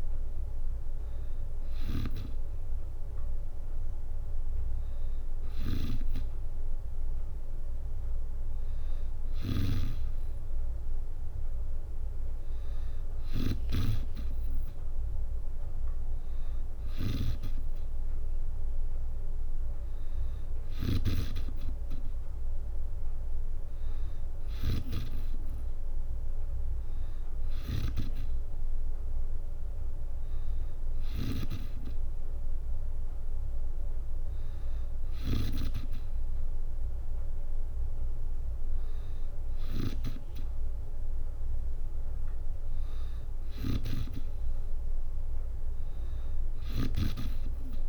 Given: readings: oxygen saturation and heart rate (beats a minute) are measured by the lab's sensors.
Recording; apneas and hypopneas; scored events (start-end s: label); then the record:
breathing in sleep by a room microphone; none
5.00-47.88 s: snoring (device-marked)
From the record:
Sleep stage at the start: N2 (light sleep); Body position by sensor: on the back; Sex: female